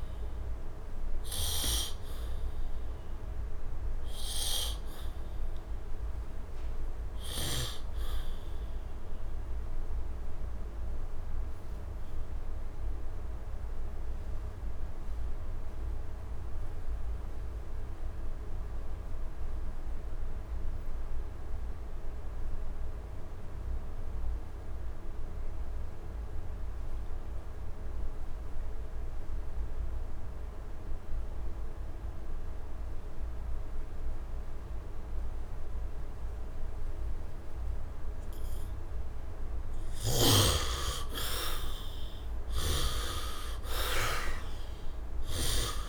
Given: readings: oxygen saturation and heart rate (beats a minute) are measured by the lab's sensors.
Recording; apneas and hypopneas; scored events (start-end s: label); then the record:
breathing in sleep by a room microphone; 1
0.00-12.50 s: oxygen desaturation (device-marked, oxygen 76% lowest, heart rate 76 extreme)
11.00-40.00 s: obstructive apnea (oxygen 97% before, 71% lowest, heart rate 82 before, 76 extreme, up 9 after)
27.50-45.88 s: oxygen desaturation (device-marked, oxygen 99% before, 71% lowest, heart rate 79 before, 74 extreme)
42.00-45.50 s: arousal
44.50-45.88 s: snoring (device-marked)
From the record:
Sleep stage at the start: REM sleep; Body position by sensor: on the back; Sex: male